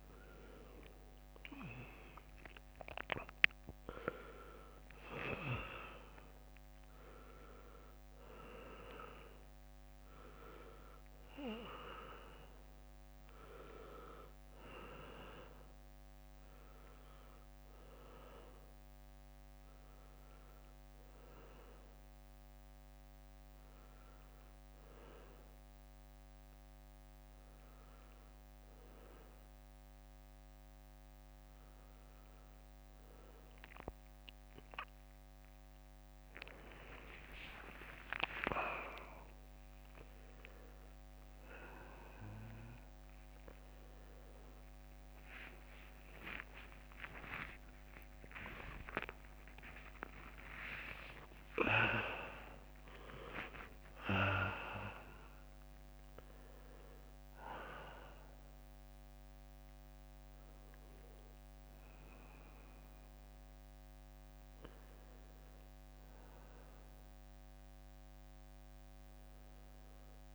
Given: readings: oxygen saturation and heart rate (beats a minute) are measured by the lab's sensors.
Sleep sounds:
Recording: a person awake in a sleep study, by a microphone on the trachea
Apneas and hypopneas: none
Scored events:
0.00-14.50 s: oxygen desaturation (device-marked, oxygen 90% lowest, heart rate 66 extreme)
2.50-24.50 s: drop in pulse transit time (device-marked, heart rate 68 before, 73 extreme)
6.50-70.35 s: new sleep stage, awake
43.50-50.50 s: tachycardia (device-marked, heart rate 68 before, 140 extreme)
46.50-48.50 s: long interval between heartbeats (device-marked, heart rate 71 before, 111 extreme)
47.50-58.50 s: drop in pulse transit time (device-marked, heart rate 74 before, 79 extreme)
From the record:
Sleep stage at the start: N2 (light sleep)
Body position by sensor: on the back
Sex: male

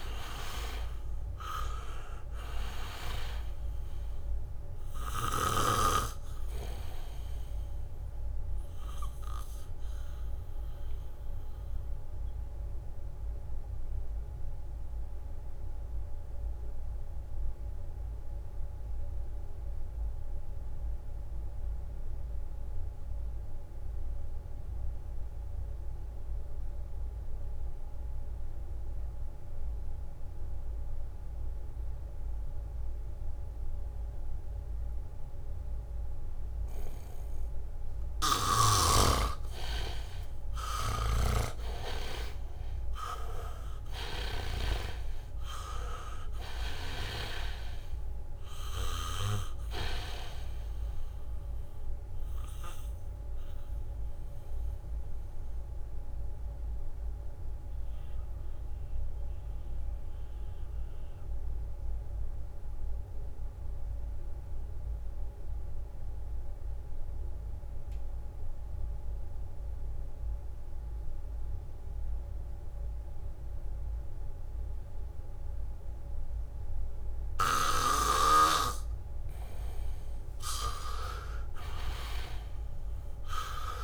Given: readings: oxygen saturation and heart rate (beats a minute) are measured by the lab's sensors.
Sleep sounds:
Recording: breathing in sleep by a room microphone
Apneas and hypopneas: 2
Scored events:
0.00-1.50 s: arousal
0.00-3.50 s: leg movement (device-marked)
0.00-22.00 s: oxygen desaturation (device-marked, oxygen 78% lowest, heart rate 64 extreme)
5.00-10.00 s: leg movement (device-marked)
12.50-38.00 s: obstructive apnea (oxygen 99% before, 75% lowest, heart rate 69 before, 64 extreme, up 6 after)
27.00-69.00 s: oxygen desaturation (device-marked, oxygen 99% before, 75% lowest, heart rate 73 before, 64 extreme)
34.00-36.50 s: leg movement (device-marked)
40.50-44.50 s: arousal
41.00-45.00 s: snoring (device-marked)
56.00-79.50 s: mixed apnea (oxygen 98% before, 75% lowest, heart rate 70 before, 64 extreme, up 4 after)
77.00-79.00 s: leg movement (device-marked)
78.00-83.84 s: oxygen desaturation (device-marked, oxygen 99% before, 79% lowest, heart rate 72 before, 62 extreme)
80.00-82.50 s: leg movement (device-marked)
82.50-83.84 s: leg movement (device-marked)
From the record:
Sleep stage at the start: N2 (light sleep)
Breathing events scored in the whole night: 390 in 4.1 hours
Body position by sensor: on the back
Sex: male

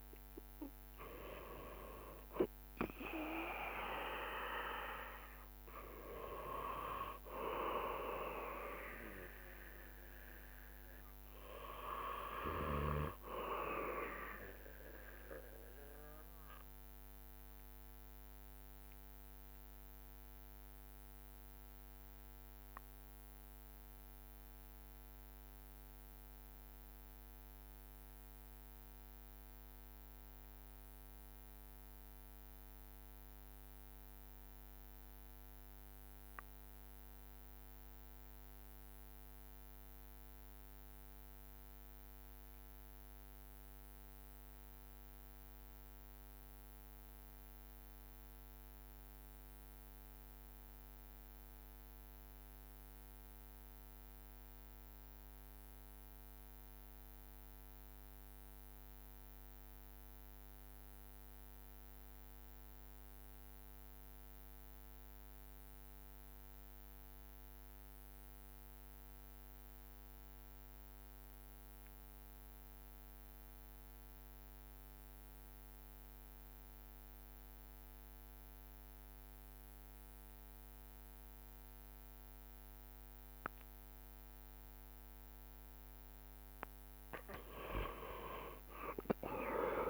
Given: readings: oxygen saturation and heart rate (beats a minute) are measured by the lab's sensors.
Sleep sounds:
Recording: breathing in sleep by a microphone on the trachea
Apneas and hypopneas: 1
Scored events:
0.00-9.50 s: drop in pulse transit time (device-marked, heart rate 75 extreme)
0.00-18.50 s: oxygen desaturation (device-marked, oxygen 77% lowest, heart rate 66 extreme)
16.50-85.50 s: obstructive apnea (oxygen 82% before, 77% lowest, heart rate 80 before, 66 extreme, up 16 after)
38.50-89.90 s: oxygen desaturation (device-marked, oxygen 97% before, 77% lowest, heart rate 72 before, 66 extreme)
88.50-89.90 s: arousal
From the record:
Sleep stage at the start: N2 (light sleep)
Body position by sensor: on the back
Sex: male

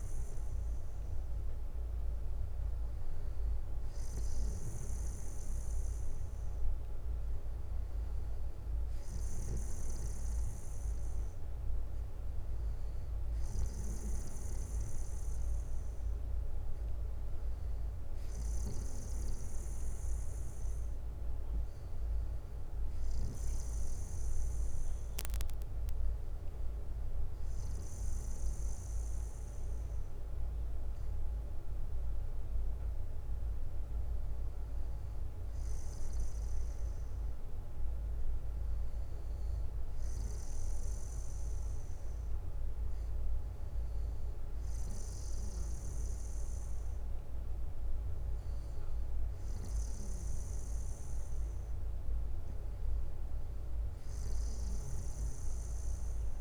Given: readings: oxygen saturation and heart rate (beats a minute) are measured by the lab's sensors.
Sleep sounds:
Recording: breathing in sleep, hard to hear, by a room microphone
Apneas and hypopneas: none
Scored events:
7.50-9.50 s: bradycardia (device-marked, heart rate 61 before, 61 extreme)
10.50-12.50 s: bradycardia (device-marked, heart rate 61 before, 57 extreme)
18.50-20.50 s: bradycardia (device-marked, heart rate 61 before, 59 extreme)
30.50-34.50 s: bradycardia (device-marked, heart rate 61 before, 57 extreme)
54.50-56.41 s: bradycardia (device-marked, heart rate 61 before, 58 extreme)
From the record:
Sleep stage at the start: N2 (light sleep)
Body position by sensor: on the back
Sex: male

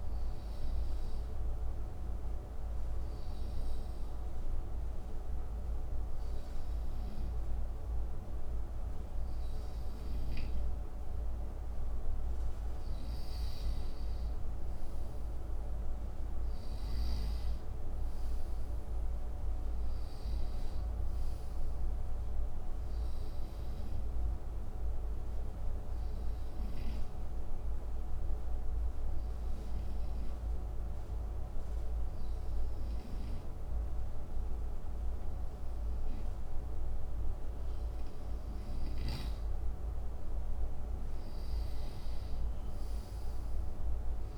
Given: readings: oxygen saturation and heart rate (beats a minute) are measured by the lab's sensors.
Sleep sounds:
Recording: breathing in sleep, hard to hear, by a room microphone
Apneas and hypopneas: 2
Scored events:
0.00-10.50 s: oxygen desaturation (device-marked, oxygen 90% lowest, heart rate 59 extreme)
2.50-14.50 s: hypopnea (oxygen 98% before, 89% lowest, heart rate 61 before, 59 extreme, up 10 after)
16.00-20.50 s: arousal
26.50-40.00 s: hypopnea (oxygen 93% before, 87% lowest, heart rate 65 before, 59 extreme, up 5 after)
39.00-44.38 s: snoring (device-marked)
41.00-44.38 s: arousal
From the record:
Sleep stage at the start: N2 (light sleep)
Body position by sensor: on the right side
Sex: male

